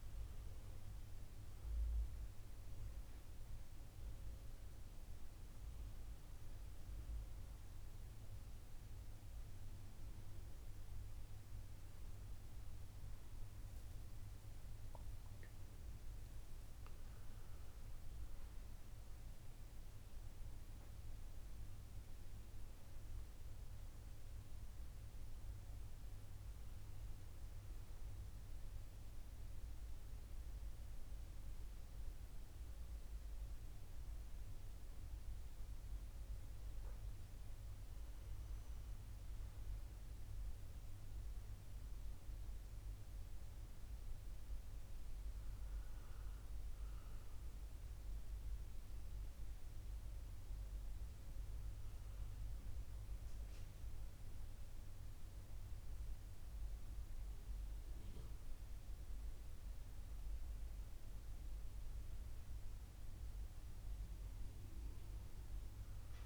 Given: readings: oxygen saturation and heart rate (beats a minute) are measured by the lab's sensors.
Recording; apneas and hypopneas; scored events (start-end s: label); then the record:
a person awake in a sleep study, hard to hear, by a room microphone; none
none scored
From the record:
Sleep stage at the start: awake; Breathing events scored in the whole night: 258 in 4.9 hours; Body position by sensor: on the back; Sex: male